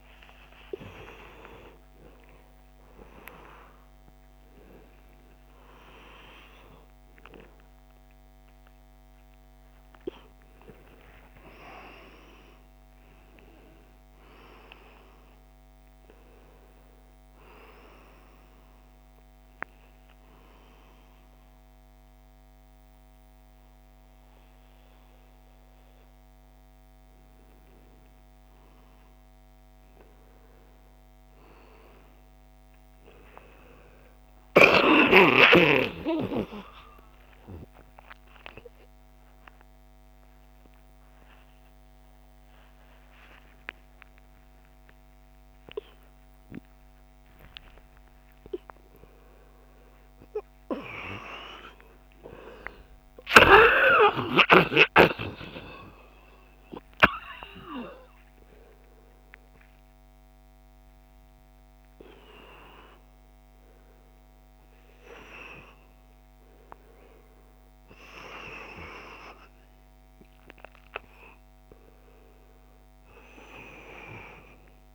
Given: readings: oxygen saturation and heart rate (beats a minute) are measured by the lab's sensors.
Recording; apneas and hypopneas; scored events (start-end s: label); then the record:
a person awake in a sleep study, by a microphone on the trachea; none
7.00-9.00 s: long interval between heartbeats (device-marked, heart rate 94 before, 113 extreme)
9.50-11.50 s: long interval between heartbeats (device-marked, heart rate 97 before, 135 extreme)
14.50-16.50 s: long interval between heartbeats (device-marked, heart rate 105 before, 90 extreme)
19.00-28.00 s: oxygen desaturation (device-marked, oxygen 96% before, 93% lowest, heart rate 104 before, 85 extreme)
36.00-38.00 s: long interval between heartbeats (device-marked, heart rate 85 before, 97 extreme)
44.00-46.00 s: long interval between heartbeats (device-marked, heart rate 90 before, 98 extreme)
46.00-48.00 s: long interval between heartbeats (device-marked, heart rate 92 before, 122 extreme)
50.50-52.50 s: long interval between heartbeats (device-marked, heart rate 100 before, 136 extreme)
53.00-55.00 s: long interval between heartbeats (device-marked, heart rate 108 before, 149 extreme)
56.50-58.50 s: long interval between heartbeats (device-marked, heart rate 118 before, 142 extreme)
From the record:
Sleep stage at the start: awake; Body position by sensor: on the back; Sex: male